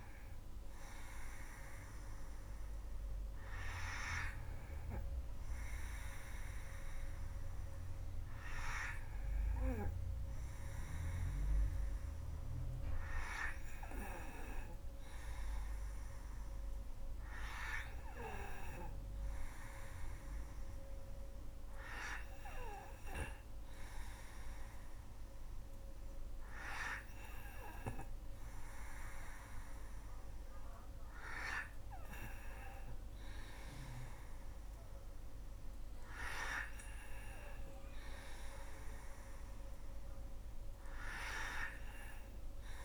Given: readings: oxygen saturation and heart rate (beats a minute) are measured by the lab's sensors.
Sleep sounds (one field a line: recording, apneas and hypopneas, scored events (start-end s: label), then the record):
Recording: breathing in sleep by a room microphone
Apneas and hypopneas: none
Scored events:
none scored
From the record:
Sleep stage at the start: N3 (deep sleep)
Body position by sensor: on the back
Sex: female